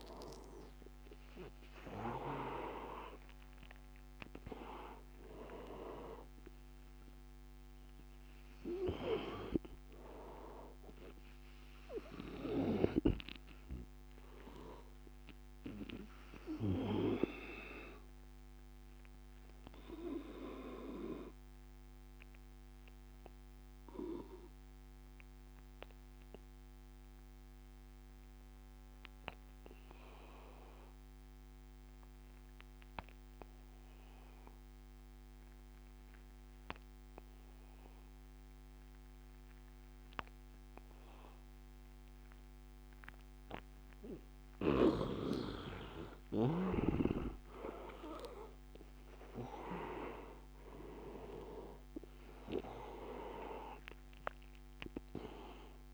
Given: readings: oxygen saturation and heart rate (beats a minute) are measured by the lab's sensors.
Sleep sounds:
breathing in sleep by a microphone on the trachea; 1
0.00-1.00 s: arousal
0.00-21.50 s: oxygen desaturation (device-marked, oxygen 83% lowest, heart rate 74 extreme)
14.00-44.50 s: obstructive apnea (oxygen 99% before, 82% lowest, heart rate 89 before, 74 extreme, up 15 after)
38.50-55.94 s: oxygen desaturation (device-marked, oxygen 98% before, 82% lowest, heart rate 81 before, 80 extreme)
46.00-50.50 s: arousal
From the record:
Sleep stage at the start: N2 (light sleep); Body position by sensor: on the back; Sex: male

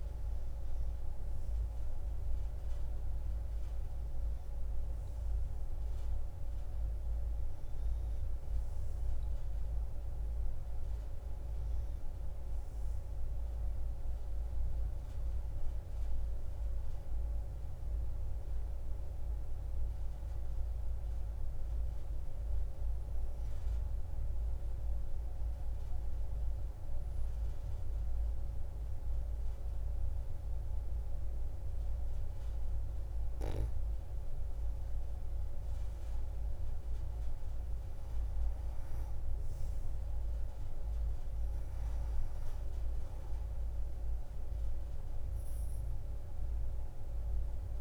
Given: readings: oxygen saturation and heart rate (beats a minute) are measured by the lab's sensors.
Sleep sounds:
breathing in sleep, hard to hear, by a room microphone; 1
0.00-17.00 s: oxygen desaturation (device-marked, oxygen 87% lowest)
18.00-47.81 s: new sleep stage, N2 (light sleep)
20.50-33.50 s: central apnea (oxygen 97% before, 91% lowest)
35.50-39.50 s: arousal
37.00-47.81 s: oxygen desaturation (device-marked, oxygen 97% before, 91% lowest)
From the record:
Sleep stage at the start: N1 (lightest sleep); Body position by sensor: on the back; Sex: female

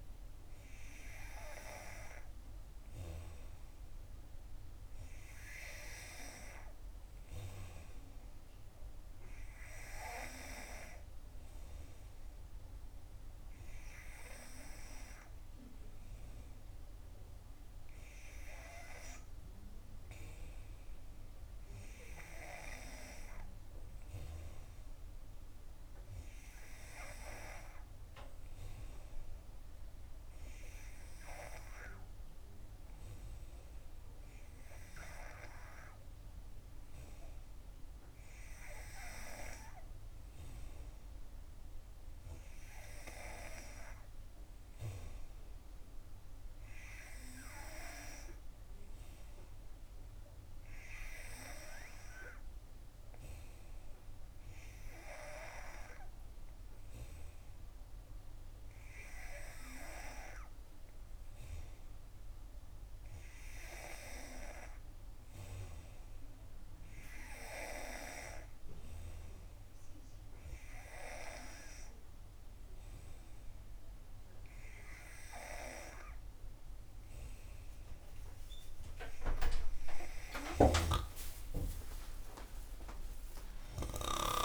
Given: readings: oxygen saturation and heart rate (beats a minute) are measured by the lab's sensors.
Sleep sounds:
breathing in sleep by a room microphone; none
none scored
From the record:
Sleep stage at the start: N3 (deep sleep); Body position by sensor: on the back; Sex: female

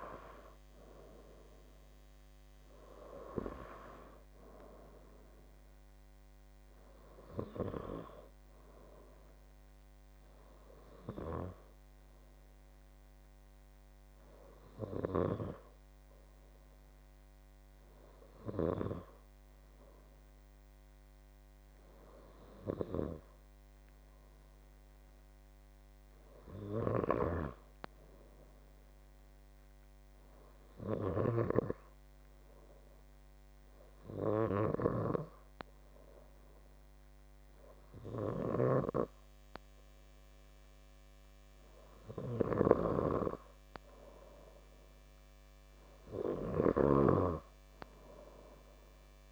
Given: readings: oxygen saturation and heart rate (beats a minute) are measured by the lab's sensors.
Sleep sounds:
breathing in sleep by a microphone on the trachea; 1
0.00-20.00 s: oxygen desaturation (device-marked, oxygen 93% lowest, heart rate 68 extreme)
10.50-41.50 s: obstructive apnea (oxygen 97% before, 92% lowest, heart rate 75 before, 69 extreme, up 3 after)
44.50-47.50 s: arousal
From the record:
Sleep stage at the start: N2 (light sleep); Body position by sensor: on the left side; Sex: male

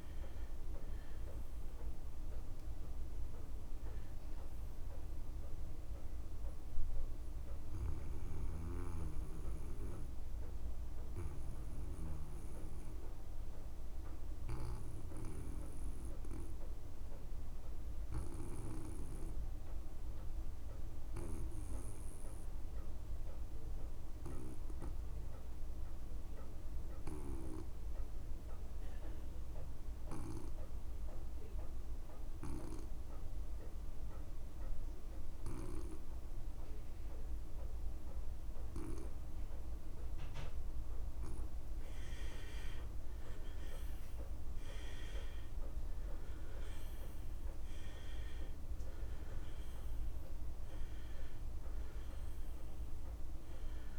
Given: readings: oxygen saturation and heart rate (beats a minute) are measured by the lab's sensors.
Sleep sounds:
breathing in sleep by a room microphone; 1
0.00-22.00 s: oxygen desaturation (device-marked, oxygen 78% lowest)
5.50-41.00 s: obstructive apnea (oxygen 96% before, 77% lowest)
36.00-53.99 s: oxygen desaturation (device-marked, oxygen 99% before, 77% lowest)
43.00-46.50 s: arousal
From the record:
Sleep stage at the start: N2 (light sleep); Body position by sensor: on the back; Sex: male

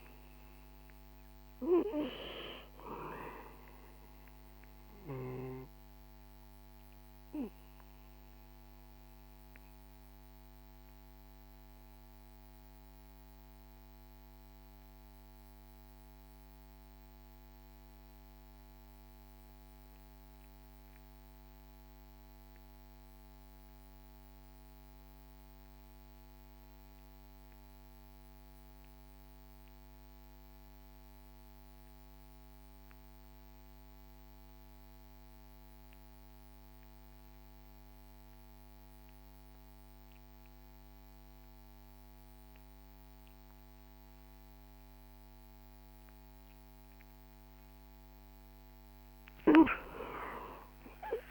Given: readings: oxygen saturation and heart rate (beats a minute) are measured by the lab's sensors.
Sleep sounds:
breathing in sleep by a microphone on the trachea; 1
4.50-45.00 s: mixed apnea (oxygen 99% before, 88% lowest, heart rate 65 before, 57 extreme, up 11 after)
9.00-22.00 s: oxygen desaturation (device-marked, oxygen 96% before, 93% lowest, heart rate 66 before, 58 extreme)
49.00-51.31 s: arousal
From the record:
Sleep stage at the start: REM sleep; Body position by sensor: on the back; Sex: male

